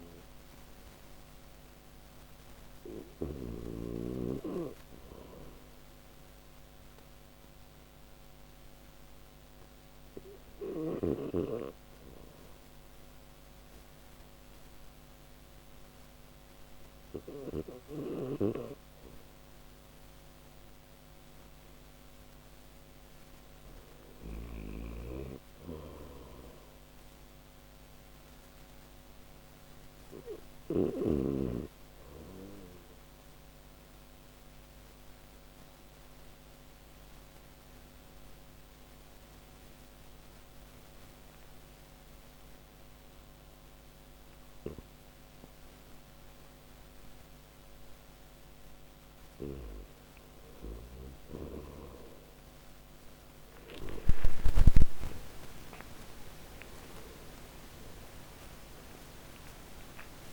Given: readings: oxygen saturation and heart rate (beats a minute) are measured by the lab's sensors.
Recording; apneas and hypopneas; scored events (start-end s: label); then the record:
breathing in sleep by a microphone on the trachea; none
0.00-2.50 s: snoring (device-marked)
From the record:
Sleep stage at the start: N1 (lightest sleep); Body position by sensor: on the back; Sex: male